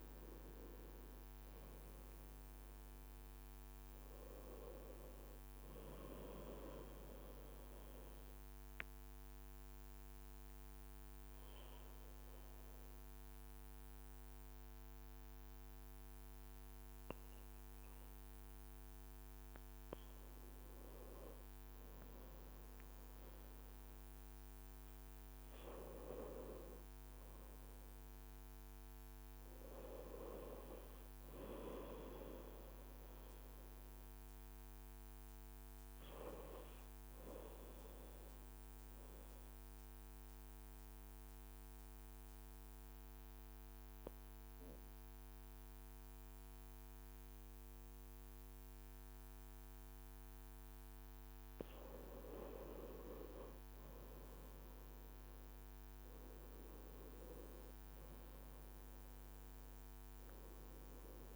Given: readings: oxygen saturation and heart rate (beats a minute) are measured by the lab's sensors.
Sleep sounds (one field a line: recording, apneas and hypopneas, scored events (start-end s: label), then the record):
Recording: breathing in sleep by a microphone on the trachea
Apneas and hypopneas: 2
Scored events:
3.00-7.50 s: leg movement (device-marked)
7.00-18.00 s: obstructive apnea (oxygen 97% before, 92% lowest, heart rate 55 before, 53 extreme, up 0 after)
18.50-24.50 s: oxygen desaturation (device-marked, oxygen 95% before, 92% lowest, heart rate 55 before, 53 extreme)
20.50-24.50 s: arousal
36.50-49.50 s: obstructive apnea (oxygen 96% before, 93% lowest, heart rate 54 before, 53 extreme, up 2 after)
49.50-54.00 s: leg movement (device-marked)
53.00-57.50 s: arousal
From the record:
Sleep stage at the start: N2 (light sleep)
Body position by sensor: on the right side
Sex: male